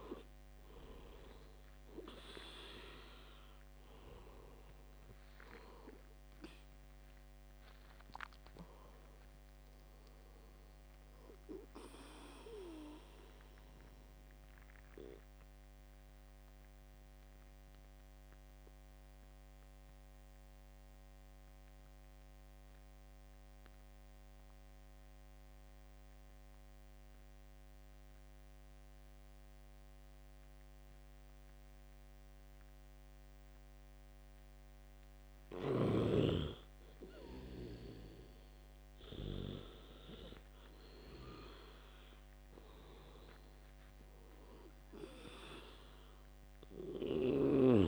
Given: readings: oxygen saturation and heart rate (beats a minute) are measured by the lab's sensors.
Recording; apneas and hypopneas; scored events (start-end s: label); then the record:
breathing in sleep by a microphone on the trachea; 1
0.00-30.50 s: oxygen desaturation (device-marked, oxygen 85% lowest, heart rate 66 extreme)
13.00-36.50 s: obstructive apnea (oxygen 97% before, 85% lowest, heart rate 78 before, 66 extreme, up 11 after)
38.00-41.50 s: arousal
42.50-47.87 s: oxygen desaturation (device-marked, oxygen 99% before, 89% lowest, heart rate 69 before, 69 extreme)
From the record:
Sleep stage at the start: N2 (light sleep); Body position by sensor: on the back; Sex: male